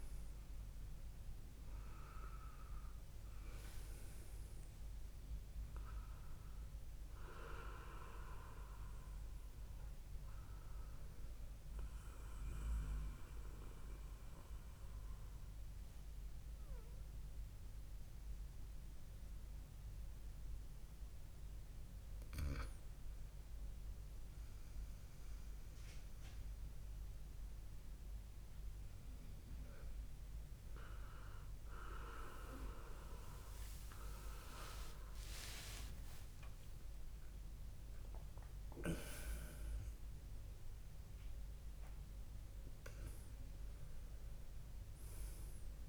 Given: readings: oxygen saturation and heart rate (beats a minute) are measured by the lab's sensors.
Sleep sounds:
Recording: breathing in sleep by a room microphone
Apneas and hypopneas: 1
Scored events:
0.00-4.50 s: arousal
12.00-22.00 s: central apnea (oxygen 100% before, 96% lowest, heart rate 71 before, 62 extreme, up 0 after)
34.00-38.50 s: arousal
From the record:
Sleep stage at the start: N1 (lightest sleep)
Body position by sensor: on the back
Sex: male

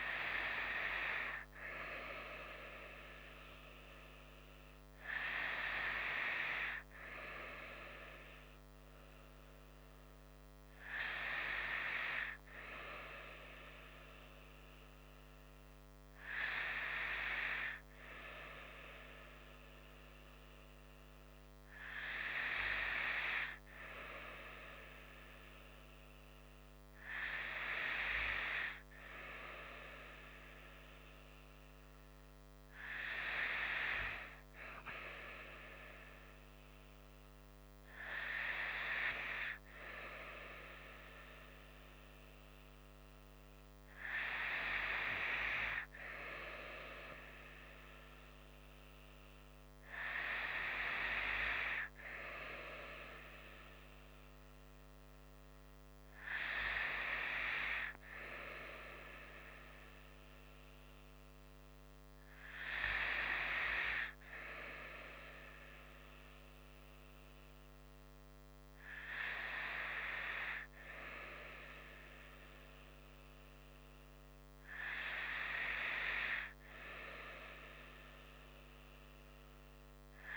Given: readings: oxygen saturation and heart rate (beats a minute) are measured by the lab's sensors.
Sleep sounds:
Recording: breathing in sleep by a microphone on the trachea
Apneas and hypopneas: none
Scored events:
none scored
From the record:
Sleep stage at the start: N2 (light sleep)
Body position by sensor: on the right side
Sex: female

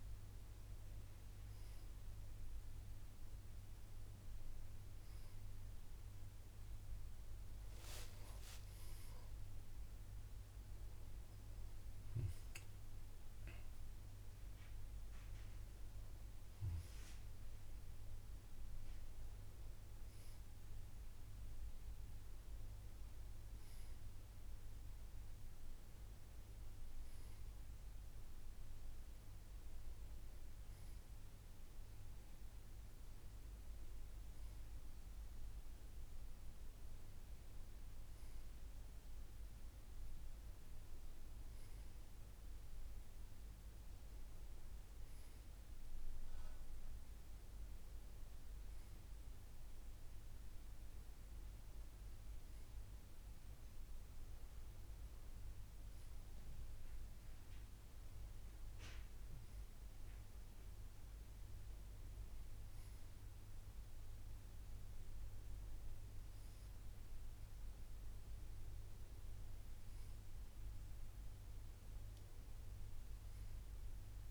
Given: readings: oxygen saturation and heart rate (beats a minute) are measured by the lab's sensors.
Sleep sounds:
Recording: breathing in sleep, hard to hear, by a room microphone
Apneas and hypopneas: none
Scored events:
7.50-12.00 s: arousal
From the record:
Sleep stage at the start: N2 (light sleep)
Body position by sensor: on the back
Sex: male

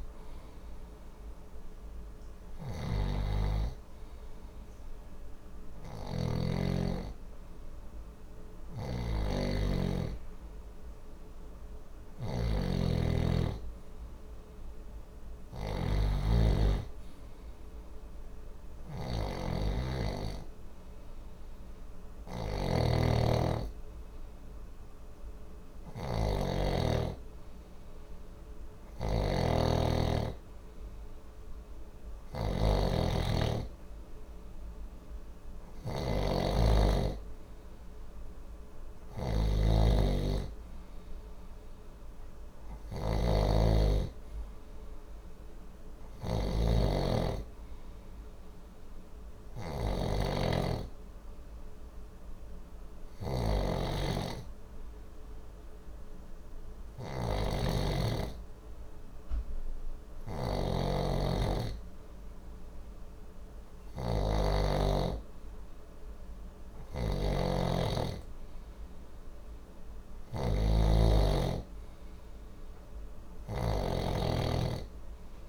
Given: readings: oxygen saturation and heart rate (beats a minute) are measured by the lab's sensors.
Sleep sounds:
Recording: breathing in sleep by a room microphone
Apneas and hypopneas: none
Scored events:
0.00-5.50 s: oxygen desaturation (device-marked, oxygen 90% lowest, heart rate 59 extreme)
0.00-6.00 s: snoring (device-marked)
8.00-75.49 s: snoring (device-marked)
22.50-34.50 s: oxygen desaturation (device-marked, oxygen 94% before, 91% lowest, heart rate 60 before, 60 extreme)
34.50-39.00 s: arousal
From the record:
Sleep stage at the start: N2 (light sleep)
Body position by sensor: on the left side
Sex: male

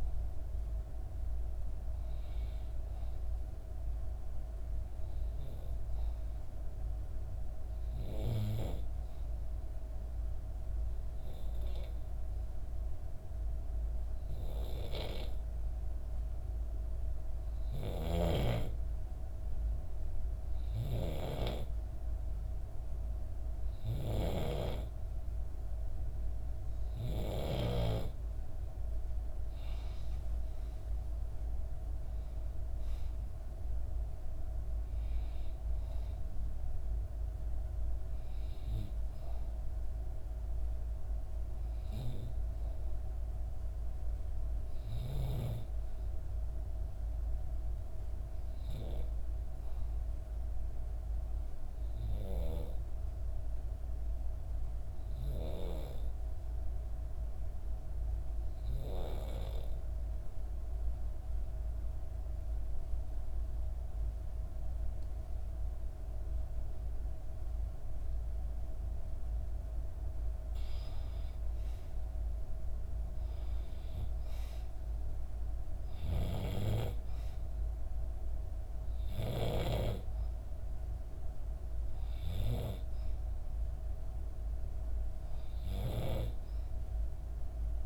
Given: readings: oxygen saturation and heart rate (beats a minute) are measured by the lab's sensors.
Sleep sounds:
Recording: breathing in sleep by a room microphone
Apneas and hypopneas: 2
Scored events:
8.50-19.00 s: obstructive apnea (oxygen 97% before, 92% lowest, heart rate 65 before, 64 extreme, up 1 after)
20.00-24.00 s: arousal
51.00-69.00 s: obstructive apnea (oxygen 95% before, 90% lowest, heart rate 66 before, 62 extreme, up 2 after)
71.00-87.86 s: oxygen desaturation (device-marked, oxygen 96% before, 90% lowest, heart rate 64 before, 62 extreme)
71.50-74.50 s: arousal
From the record:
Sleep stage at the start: N2 (light sleep)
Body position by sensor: on the back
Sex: female

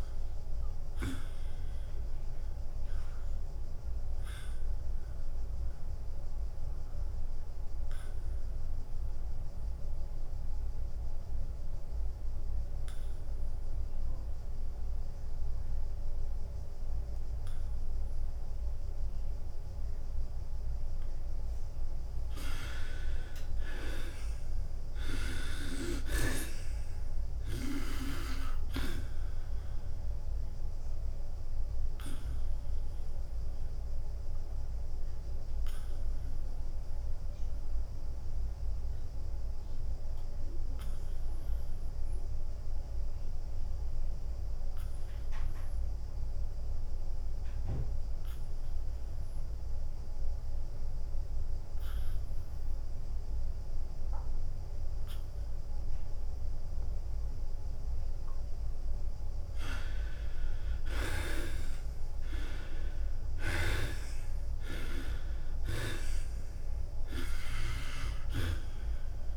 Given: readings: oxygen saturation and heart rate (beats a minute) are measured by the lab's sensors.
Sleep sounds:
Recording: breathing in sleep by a room microphone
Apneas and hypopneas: 2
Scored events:
0.00-8.50 s: drop in pulse transit time (device-marked, heart rate 91 extreme)
0.00-23.50 s: oxygen desaturation (device-marked, oxygen 76% lowest, heart rate 89 extreme)
4.00-21.00 s: obstructive apnea (oxygen 97% before, 76% lowest, heart rate 92 before, 90 extreme, up 2 after)
23.50-35.50 s: drop in pulse transit time (device-marked, heart rate 93 before, 90 extreme)
24.00-27.50 s: arousal
32.50-59.50 s: obstructive apnea (oxygen 96% before, 77% lowest, heart rate 92 before, 87 extreme, up 6 after)
44.50-50.50 s: oxygen desaturation (device-marked, oxygen 92% before, 85% lowest, heart rate 92 before, 87 extreme)
62.50-66.00 s: arousal
62.50-69.37 s: drop in pulse transit time (device-marked, heart rate 88 before, 89 extreme)
64.50-69.37 s: oxygen desaturation (device-marked, oxygen 96% before, 77% lowest, heart rate 88 before, 87 extreme)
From the record:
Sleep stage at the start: N2 (light sleep)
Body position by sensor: on the back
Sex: male

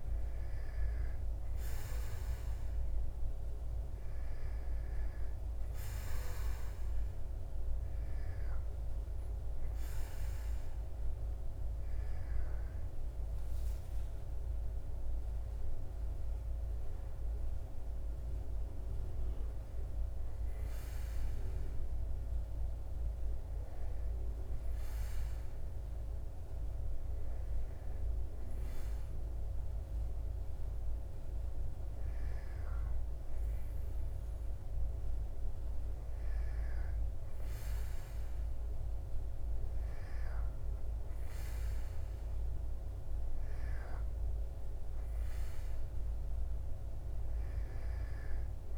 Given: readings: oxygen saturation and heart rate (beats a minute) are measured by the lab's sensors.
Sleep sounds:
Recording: breathing in sleep, hard to hear, by a room microphone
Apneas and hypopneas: none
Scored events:
none scored
From the record:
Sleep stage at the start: N2 (light sleep)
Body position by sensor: on the back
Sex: male

